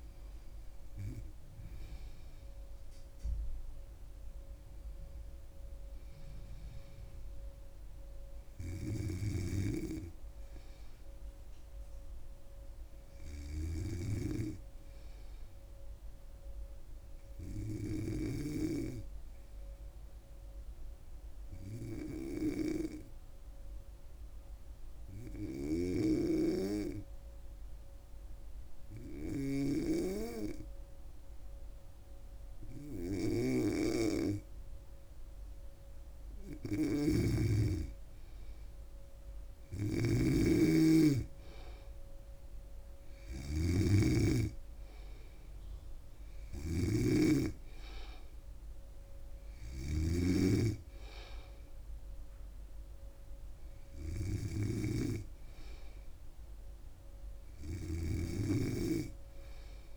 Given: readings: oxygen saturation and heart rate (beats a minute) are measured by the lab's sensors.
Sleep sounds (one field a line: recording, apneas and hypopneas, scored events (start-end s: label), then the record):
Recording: breathing in sleep by a room microphone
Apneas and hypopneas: 1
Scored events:
21.50-38.00 s: hypopnea (oxygen 98% before, 93% lowest, heart rate 77 before, 76 extreme, up 2 after)
37.00-50.50 s: snoring (device-marked)
37.00-59.00 s: oxygen desaturation (device-marked, oxygen 97% before, 93% lowest, heart rate 77 before, 76 extreme)
39.50-43.50 s: arousal
58.00-59.96 s: snoring (device-marked)
From the record:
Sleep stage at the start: N2 (light sleep)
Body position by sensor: on the back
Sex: female